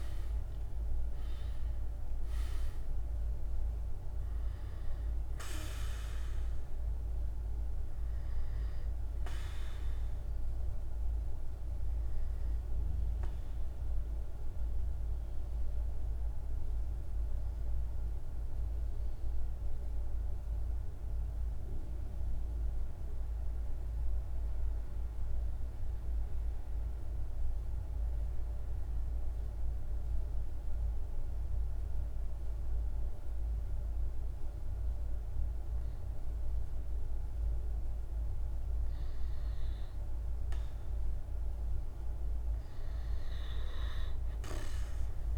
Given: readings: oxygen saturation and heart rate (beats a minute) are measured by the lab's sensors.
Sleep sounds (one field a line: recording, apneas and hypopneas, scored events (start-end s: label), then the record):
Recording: breathing in sleep, hard to hear, by a room microphone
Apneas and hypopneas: 1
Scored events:
0.00-19.00 s: oxygen desaturation (device-marked, oxygen 90% lowest, heart rate 45 extreme)
13.50-40.50 s: mixed apnea (oxygen 97% before, 90% lowest, heart rate 51 before, 47 extreme, up 6 after)
36.00-45.38 s: oxygen desaturation (device-marked, oxygen 99% before, 90% lowest, heart rate 48 before, 47 extreme)
43.50-45.38 s: arousal
From the record:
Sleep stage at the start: N2 (light sleep)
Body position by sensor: on the back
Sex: male